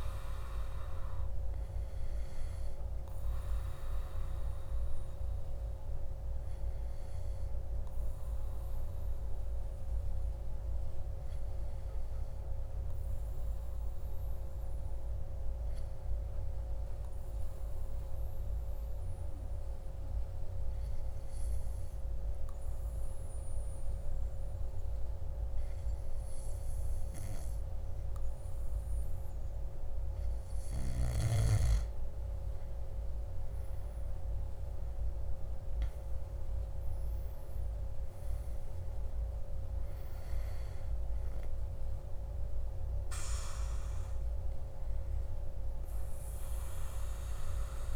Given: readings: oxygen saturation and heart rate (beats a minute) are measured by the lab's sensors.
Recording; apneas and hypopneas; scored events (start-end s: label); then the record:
breathing in sleep, hard to hear, by a room microphone; 1
16.00-32.00 s: obstructive apnea (oxygen 98% before, 95% lowest, heart rate 57 before, 55 extreme, up 9 after)
35.00-38.00 s: arousal
36.50-47.96 s: oxygen desaturation (device-marked, oxygen 98% before, 95% lowest, heart rate 57 before, 54 extreme)
From the record:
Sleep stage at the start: N2 (light sleep); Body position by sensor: on the back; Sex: male